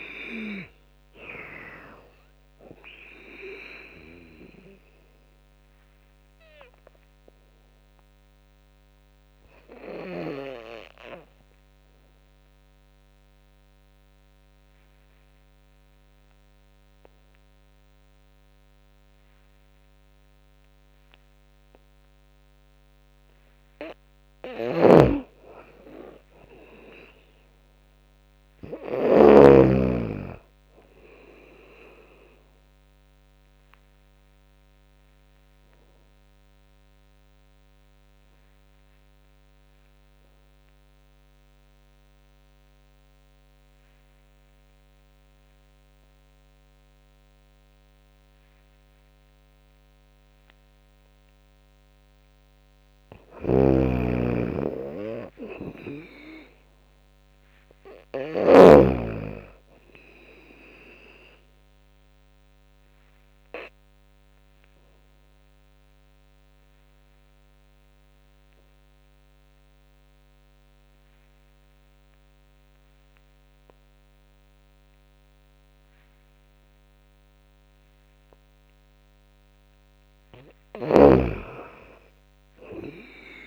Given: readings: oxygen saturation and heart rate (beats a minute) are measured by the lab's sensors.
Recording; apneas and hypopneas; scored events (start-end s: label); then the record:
breathing in sleep by a microphone on the trachea; 3
0.00-9.00 s: drop in pulse transit time (device-marked, heart rate 69 extreme)
0.00-22.00 s: oxygen desaturation (device-marked, oxygen 87% lowest, heart rate 61 extreme)
5.00-22.50 s: obstructive apnea (oxygen 99% before, 87% lowest, heart rate 83 before, 61 extreme, up 13 after)
24.00-29.00 s: snoring (device-marked)
25.00-28.00 s: arousal
27.00-38.00 s: drop in pulse transit time (device-marked, heart rate 74 before, 67 extreme)
32.00-47.00 s: oxygen desaturation (device-marked, oxygen 99% before, 93% lowest, heart rate 77 before, 61 extreme)
33.00-51.00 s: obstructive apnea (oxygen 99% before, 91% lowest, heart rate 78 before, 61 extreme, up 21 after)
52.00-79.00 s: oxygen desaturation (device-marked, oxygen 98% before, 91% lowest, heart rate 69 before, 64 extreme)
53.00-58.50 s: snoring (device-marked)
53.50-56.50 s: arousal
55.00-67.00 s: drop in pulse transit time (device-marked, heart rate 68 before, 70 extreme)
62.50-79.00 s: obstructive apnea (oxygen 98% before, 91% lowest, heart rate 73 before, 64 extreme, up 20 after)
80.50-83.47 s: snoring (device-marked)
82.00-83.47 s: arousal
82.00-83.47 s: drop in pulse transit time (device-marked, heart rate 72 before, 66 extreme)
From the record:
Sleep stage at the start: N2 (light sleep); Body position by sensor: on the back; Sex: female